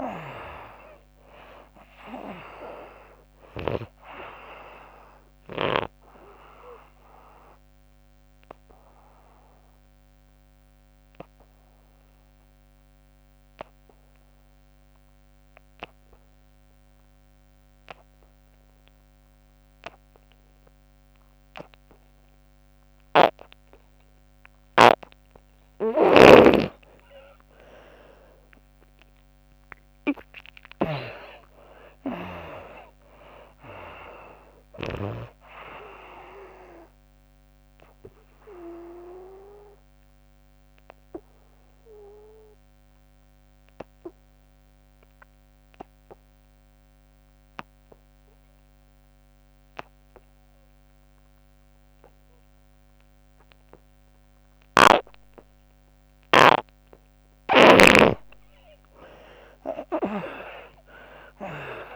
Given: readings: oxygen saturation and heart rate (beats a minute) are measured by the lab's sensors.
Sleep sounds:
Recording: breathing in sleep by a microphone on the trachea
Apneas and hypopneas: 2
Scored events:
0.50-16.50 s: oxygen desaturation (device-marked, oxygen 98% before, 78% lowest, heart rate 73 before, 66 extreme)
7.00-25.00 s: obstructive apnea (oxygen 98% before, 75% lowest, heart rate 81 before, 66 extreme, up 30 after)
18.50-54.50 s: oxygen desaturation (device-marked, oxygen 98% before, 75% lowest, heart rate 84 before, 65 extreme)
25.50-35.00 s: snoring (device-marked)
28.00-31.00 s: arousal
37.50-56.50 s: obstructive apnea (oxygen 98% before, 75% lowest, heart rate 80 before, 65 extreme, up 26 after)
60.50-61.96 s: arousal
From the record:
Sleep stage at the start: N2 (light sleep)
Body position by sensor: on the back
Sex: female

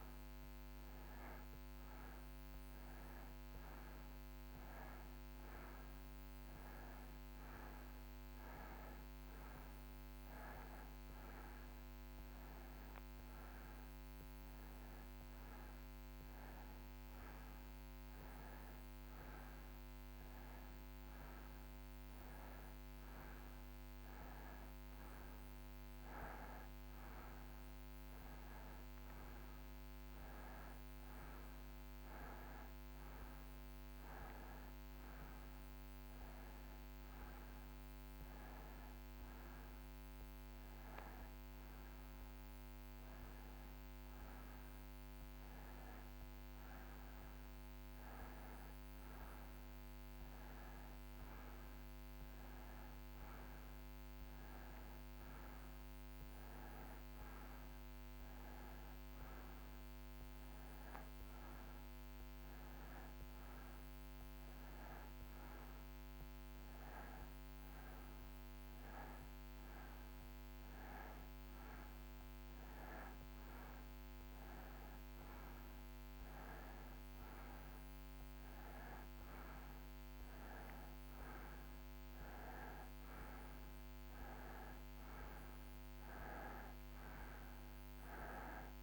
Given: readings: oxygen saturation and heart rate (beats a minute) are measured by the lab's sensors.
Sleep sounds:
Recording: breathing in sleep, hard to hear, by a microphone on the trachea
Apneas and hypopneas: none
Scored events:
none scored
From the record:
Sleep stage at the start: N2 (light sleep)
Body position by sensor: on the right side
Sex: male

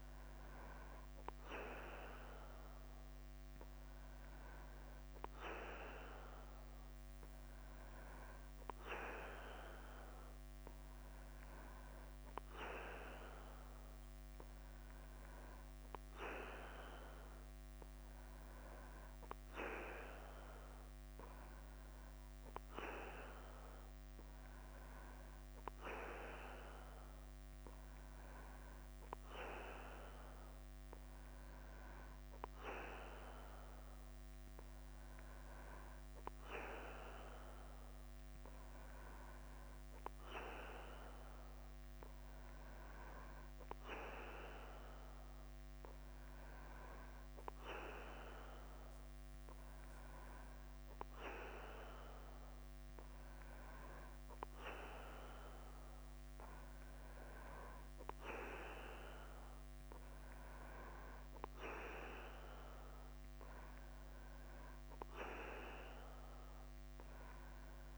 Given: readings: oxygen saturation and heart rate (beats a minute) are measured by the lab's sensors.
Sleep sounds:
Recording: breathing in sleep by a microphone on the trachea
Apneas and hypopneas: none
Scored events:
0.00-67.97 s: bradycardia (device-marked, heart rate 44 extreme)
From the record:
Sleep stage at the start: N3 (deep sleep)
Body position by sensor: on the back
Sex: male

